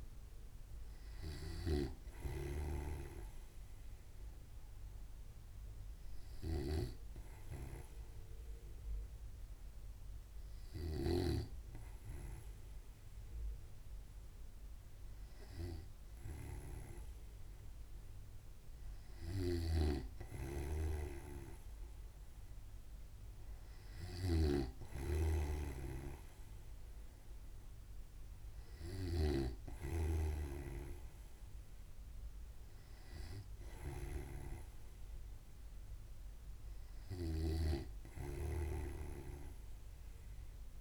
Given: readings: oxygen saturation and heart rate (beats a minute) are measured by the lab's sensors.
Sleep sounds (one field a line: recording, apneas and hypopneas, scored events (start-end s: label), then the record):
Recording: breathing in sleep by a room microphone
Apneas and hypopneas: none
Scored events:
0.00-40.81 s: snoring (device-marked)
From the record:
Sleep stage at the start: N2 (light sleep)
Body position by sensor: on the right side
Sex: male